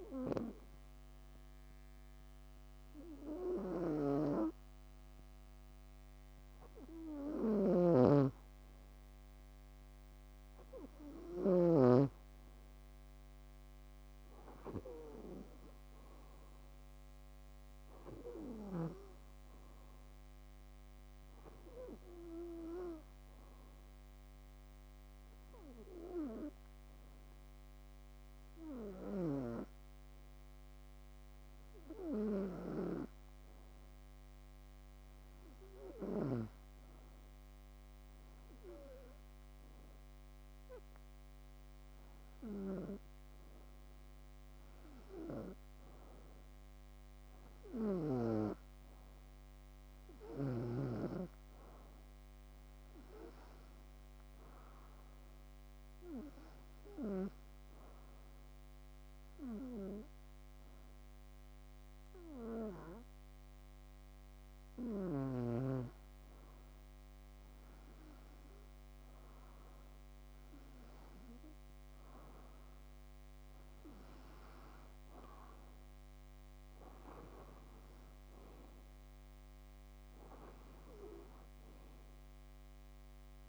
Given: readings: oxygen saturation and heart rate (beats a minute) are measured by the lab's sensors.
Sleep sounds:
breathing in sleep by a microphone on the trachea; 2
2.50-7.00 s: arousal
7.00-11.50 s: snoring (device-marked)
15.00-83.48 s: new sleep stage, REM sleep
23.50-36.50 s: hypopnea (oxygen 96% before, 93% lowest, heart rate 68 before, 55 extreme, up 0 after)
27.00-49.00 s: bradycardia (device-marked, heart rate 66 before, 55 extreme)
42.00-45.50 s: arousal
55.00-72.00 s: bradycardia (device-marked, heart rate 65 before, 56 extreme)
56.50-67.50 s: obstructive apnea (oxygen 96% before, 93% lowest, heart rate 57 before, 56 extreme, up 4 after)
71.00-74.00 s: arousal
From the record:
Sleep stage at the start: N2 (light sleep); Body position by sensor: on the back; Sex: female

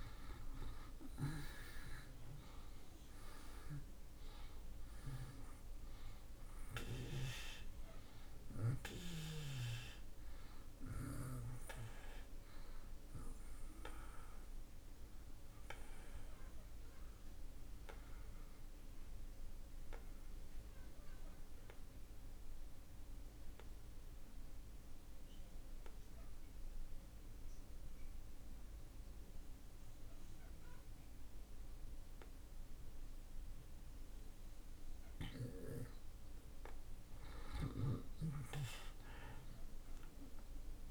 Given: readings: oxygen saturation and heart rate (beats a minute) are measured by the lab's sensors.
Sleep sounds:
breathing in sleep by a room microphone; 1
0.00-1.00 s: arousal
2.00-31.00 s: oxygen desaturation (device-marked, oxygen 94% before, 79% lowest)
18.00-35.00 s: obstructive apnea (oxygen 95% before, 76% lowest)
37.50-40.91 s: arousal
From the record:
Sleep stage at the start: N2 (light sleep); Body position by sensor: on the back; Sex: male

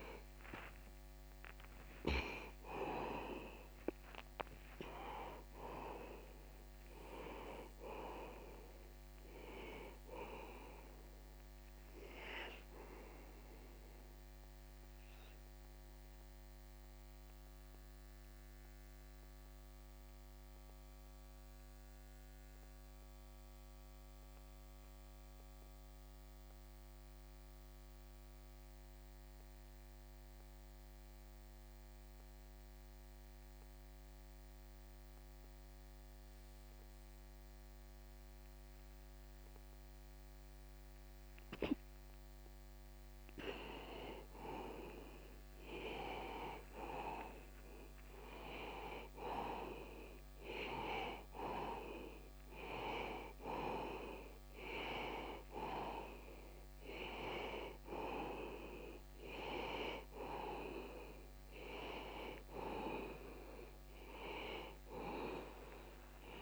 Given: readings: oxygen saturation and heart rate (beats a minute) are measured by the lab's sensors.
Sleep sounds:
breathing in sleep by a microphone on the trachea; 1
0.00-35.50 s: oxygen desaturation (device-marked, oxygen 86% lowest)
16.50-44.00 s: obstructive apnea (oxygen 97% before, 85% lowest)
46.00-50.00 s: arousal
47.50-66.42 s: oxygen desaturation (device-marked, oxygen 97% before, 85% lowest)
From the record:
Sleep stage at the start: N2 (light sleep); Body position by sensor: on the back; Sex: male

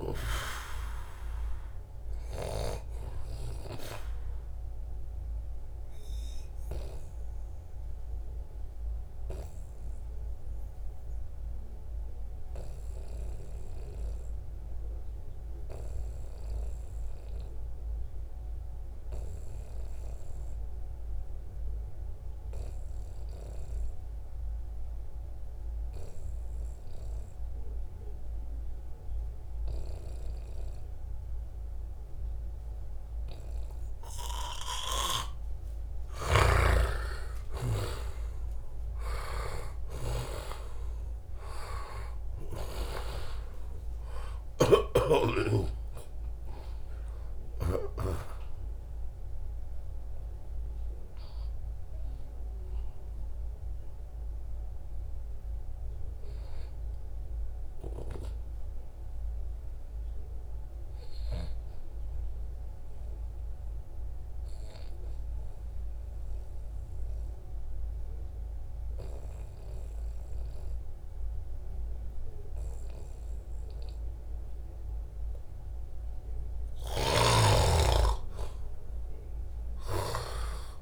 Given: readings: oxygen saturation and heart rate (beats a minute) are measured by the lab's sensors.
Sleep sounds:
breathing in sleep by a room microphone; 2
0.00-15.00 s: oxygen desaturation (device-marked, oxygen 90% lowest, heart rate 67 extreme)
4.50-34.50 s: obstructive apnea (oxygen 97% before, 87% lowest, heart rate 74 before, 67 extreme, up 7 after)
32.00-44.00 s: oxygen desaturation (device-marked, oxygen 96% before, 92% lowest, heart rate 70 before, 69 extreme)
35.50-38.00 s: arousal
35.50-40.00 s: snoring (device-marked)
51.00-65.00 s: oxygen desaturation (device-marked, oxygen 94% before, 87% lowest, heart rate 74 before, 71 extreme)
64.50-76.00 s: obstructive apnea (oxygen 96% before, 90% lowest, heart rate 82 before, 71 extreme, up 4 after)
76.50-80.82 s: snoring (device-marked)
77.50-80.82 s: arousal
From the record:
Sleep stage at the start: N2 (light sleep); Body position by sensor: on the back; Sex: male

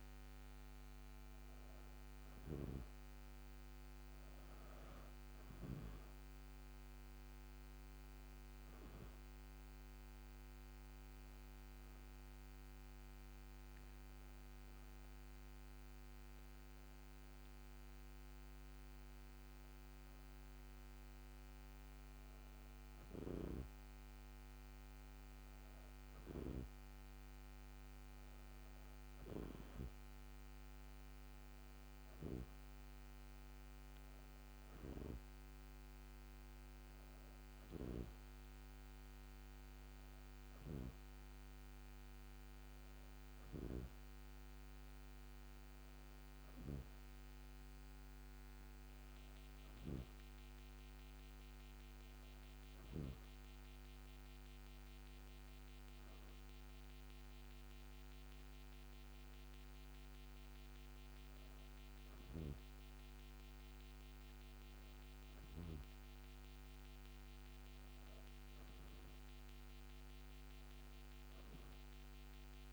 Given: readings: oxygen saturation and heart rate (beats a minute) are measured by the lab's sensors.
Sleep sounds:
breathing in sleep by a microphone on the trachea; none
none scored
From the record:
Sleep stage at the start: N2 (light sleep); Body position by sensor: on the back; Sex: female

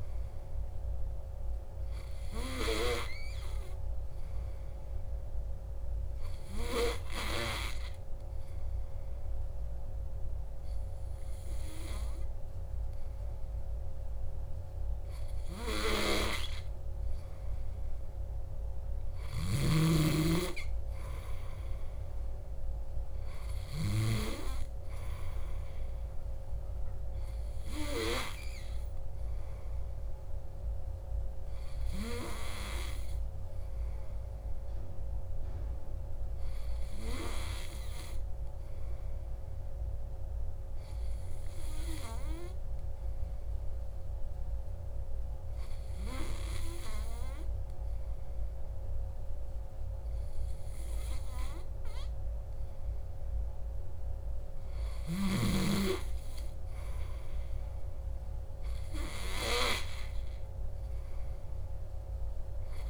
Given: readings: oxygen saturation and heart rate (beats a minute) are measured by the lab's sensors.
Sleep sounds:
breathing in sleep by a room microphone; 2
6.00-19.00 s: hypopnea (oxygen 96% before, 94% lowest, heart rate 61 before, 60 extreme, up 1 after)
20.00-23.00 s: arousal
41.50-54.00 s: hypopnea (oxygen 96% before, 94% lowest, heart rate 61 before, 59 extreme, up 1 after)
54.50-58.00 s: arousal
From the record:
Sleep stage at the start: N2 (light sleep); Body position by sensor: on the back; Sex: male

